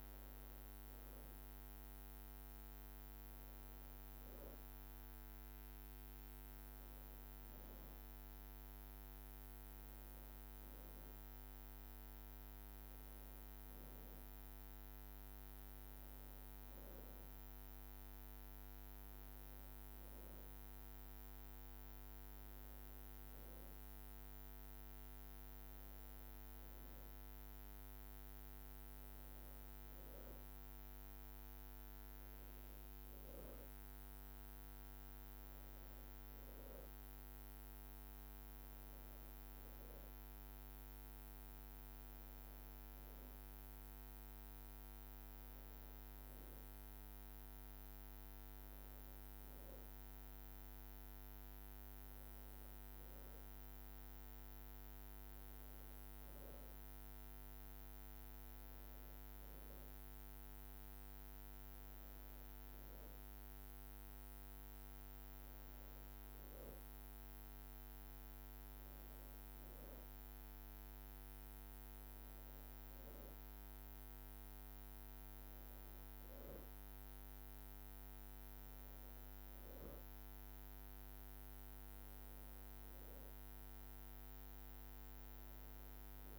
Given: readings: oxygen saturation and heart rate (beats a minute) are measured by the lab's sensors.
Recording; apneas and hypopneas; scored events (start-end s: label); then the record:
breathing in sleep, hard to hear, by a microphone on the trachea; none
none scored
From the record:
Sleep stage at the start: N2 (light sleep); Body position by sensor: on the back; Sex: female